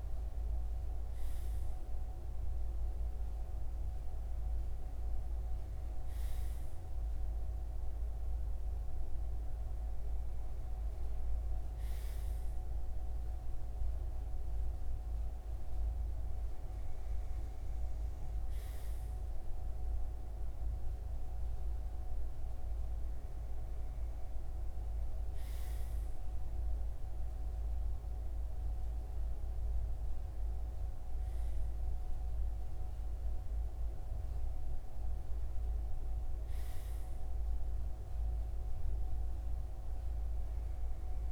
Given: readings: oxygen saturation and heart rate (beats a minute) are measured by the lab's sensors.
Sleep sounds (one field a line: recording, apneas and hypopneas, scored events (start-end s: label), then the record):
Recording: breathing in sleep, hard to hear, by a room microphone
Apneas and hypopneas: none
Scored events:
none scored
From the record:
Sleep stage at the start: REM sleep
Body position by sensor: on the front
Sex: male